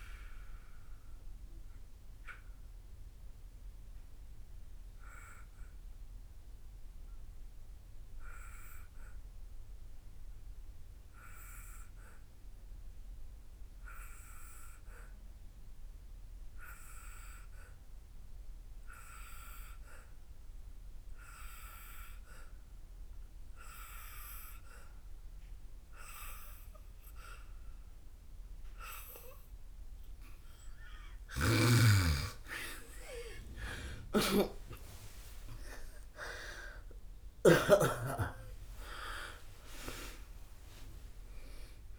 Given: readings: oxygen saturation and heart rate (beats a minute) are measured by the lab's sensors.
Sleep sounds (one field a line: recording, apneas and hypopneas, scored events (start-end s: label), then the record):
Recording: breathing in sleep by a room microphone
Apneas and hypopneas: 1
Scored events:
0.00-21.00 s: oxygen desaturation (device-marked, oxygen 86% lowest, heart rate 57 extreme)
1.00-30.00 s: obstructive apnea (oxygen 99% before, 84% lowest, heart rate 74 before, 57 extreme, up 37 after)
31.50-38.00 s: snoring (device-marked)
32.50-37.50 s: arousal
33.00-41.99 s: oxygen desaturation (device-marked, oxygen 98% before, 84% lowest, heart rate 61 before, 54 extreme)
From the record:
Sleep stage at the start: N2 (light sleep)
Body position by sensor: on the back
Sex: female